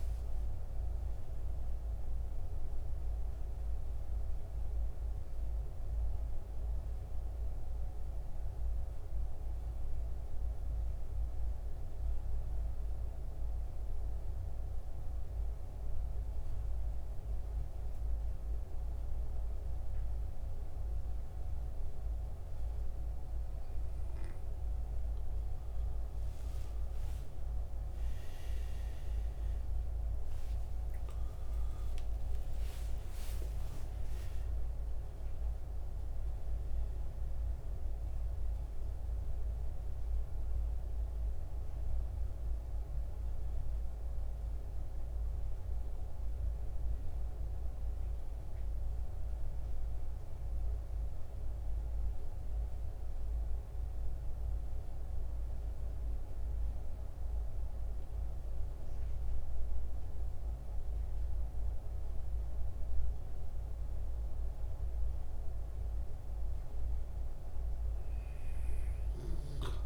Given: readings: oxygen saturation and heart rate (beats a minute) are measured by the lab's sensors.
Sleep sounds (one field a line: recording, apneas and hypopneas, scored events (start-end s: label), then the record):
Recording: breathing in sleep, hard to hear, by a room microphone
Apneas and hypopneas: 2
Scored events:
0.00-6.50 s: oxygen desaturation (device-marked, oxygen 88% lowest, heart rate 64 extreme)
9.00-24.50 s: mixed apnea (oxygen 93% before, 88% lowest, heart rate 74 before, 64 extreme, up 16 after)
27.50-57.50 s: oxygen desaturation (device-marked, oxygen 95% before, 88% lowest, heart rate 66 before, 63 extreme)
29.50-34.00 s: arousal
48.50-61.50 s: central apnea (oxygen 95% before, 88% lowest, heart rate 77 before, 63 extreme, up 5 after)
From the record:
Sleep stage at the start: N2 (light sleep)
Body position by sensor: on the back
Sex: male